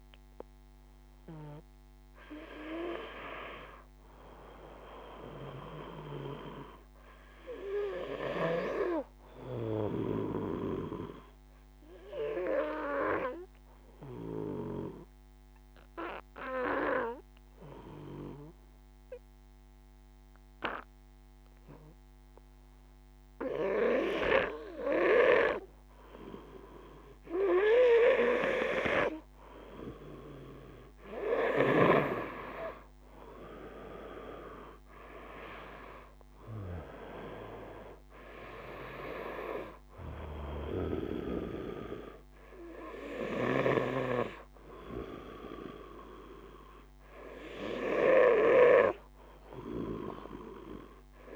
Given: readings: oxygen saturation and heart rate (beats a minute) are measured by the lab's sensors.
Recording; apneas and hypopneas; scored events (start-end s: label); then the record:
breathing in sleep by a microphone on the trachea; 1
5.00-8.50 s: arousal
11.50-24.50 s: obstructive apnea (oxygen 98% before, 92% lowest, heart rate 55 before, 50 extreme, up 0 after)
27.50-31.50 s: arousal
46.50-51.36 s: oxygen desaturation (device-marked, oxygen 95% before, 92% lowest, heart rate 53 before, 52 extreme)
From the record:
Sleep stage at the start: N2 (light sleep); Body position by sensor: on the back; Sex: male